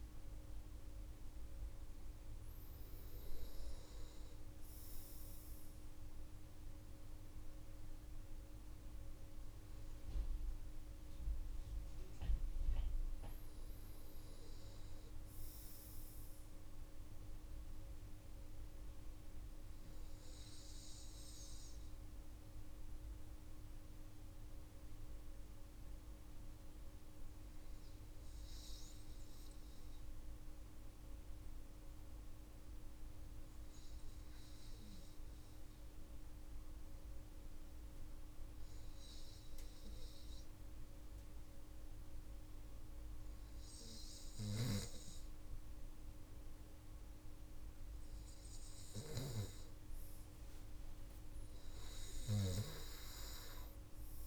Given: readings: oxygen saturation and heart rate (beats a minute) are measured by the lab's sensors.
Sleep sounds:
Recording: breathing in sleep, hard to hear, by a room microphone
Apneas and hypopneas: 1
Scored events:
17.50-46.00 s: obstructive apnea (oxygen 99% before, 96% lowest, heart rate 61 before, 56 extreme, up 7 after)
48.00-52.00 s: arousal
From the record:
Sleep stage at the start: REM sleep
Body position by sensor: on the front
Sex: male

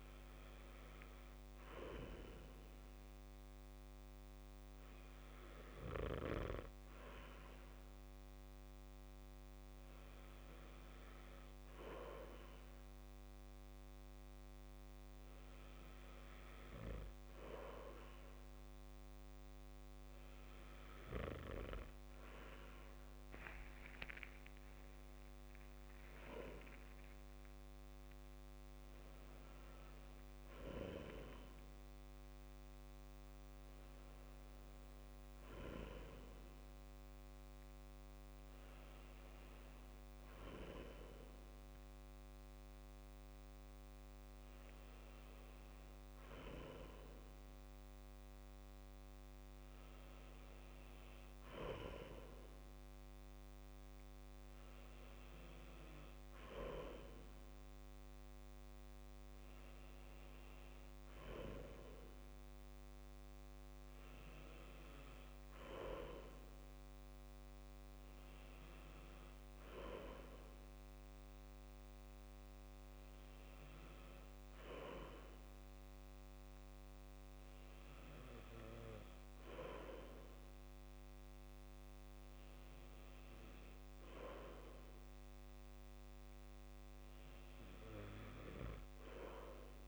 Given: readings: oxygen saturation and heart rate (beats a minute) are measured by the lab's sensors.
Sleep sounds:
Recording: breathing in sleep by a microphone on the trachea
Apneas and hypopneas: 1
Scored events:
23.00-27.00 s: arousal
31.50-49.00 s: obstructive apnea (oxygen 95% before, 93% lowest, heart rate 67 before, 61 extreme, up 5 after)
51.50-54.00 s: arousal
From the record:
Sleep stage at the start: N2 (light sleep)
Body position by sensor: on the back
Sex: male

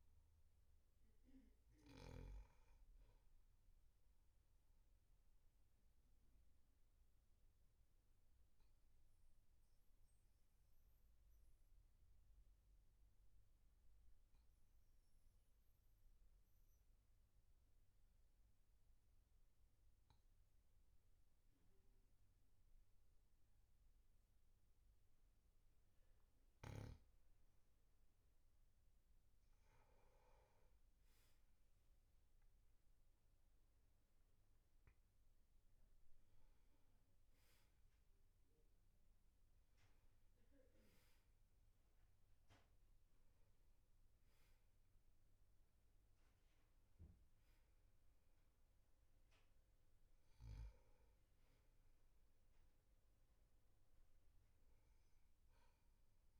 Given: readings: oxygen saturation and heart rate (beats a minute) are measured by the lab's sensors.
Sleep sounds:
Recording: breathing in sleep, hard to hear, by a room microphone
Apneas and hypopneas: 1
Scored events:
5.50-25.00 s: obstructive apnea (oxygen 99% before, 95% lowest, heart rate 48 before, 44 extreme, up 7 after)
28.50-31.50 s: arousal
From the record:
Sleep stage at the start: N2 (light sleep)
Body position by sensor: on the back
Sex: male

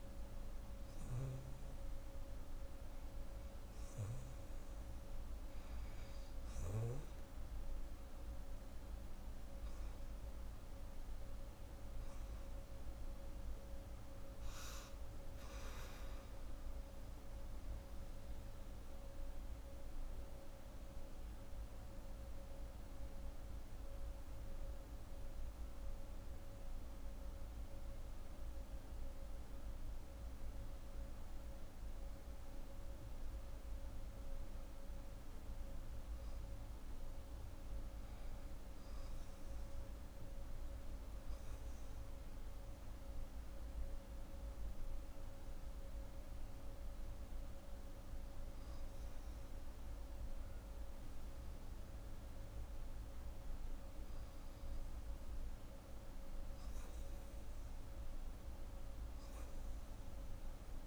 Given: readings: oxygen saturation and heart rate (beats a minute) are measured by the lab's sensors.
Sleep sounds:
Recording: breathing in sleep, hard to hear, by a room microphone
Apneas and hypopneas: 1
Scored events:
8.00-12.00 s: arousal
17.50-31.50 s: hypopnea (oxygen 89% before, 88% lowest, heart rate 87 before, 36 extreme)
34.50-38.00 s: arousal
From the record:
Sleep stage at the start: N2 (light sleep)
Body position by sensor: on the right side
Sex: female

